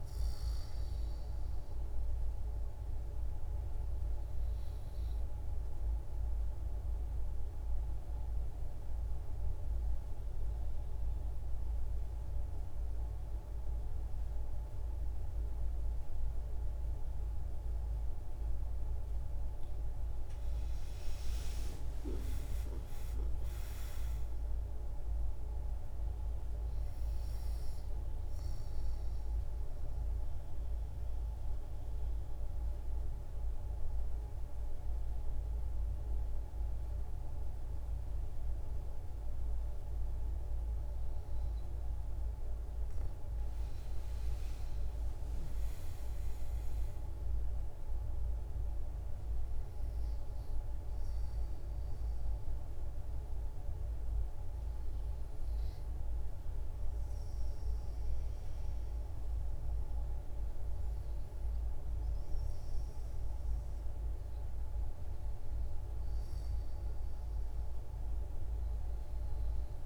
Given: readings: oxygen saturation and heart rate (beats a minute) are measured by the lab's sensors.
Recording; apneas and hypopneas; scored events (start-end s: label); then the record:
breathing in sleep, hard to hear, by a room microphone; 2
0.00-11.00 s: oxygen desaturation (device-marked, oxygen 84% lowest, heart rate 62 extreme)
6.00-18.50 s: obstructive apnea (oxygen 93% before, 89% lowest, heart rate 71 before, 58 extreme, up 8 after)
20.50-25.00 s: arousal
26.00-42.00 s: oxygen desaturation (device-marked, oxygen 97% before, 90% lowest, heart rate 64 before, 58 extreme)
30.00-40.00 s: obstructive apnea (oxygen 97% before, 90% lowest, heart rate 65 before, 58 extreme, up 7 after)
42.00-46.50 s: arousal
From the record:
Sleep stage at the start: REM sleep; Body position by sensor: on the back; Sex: female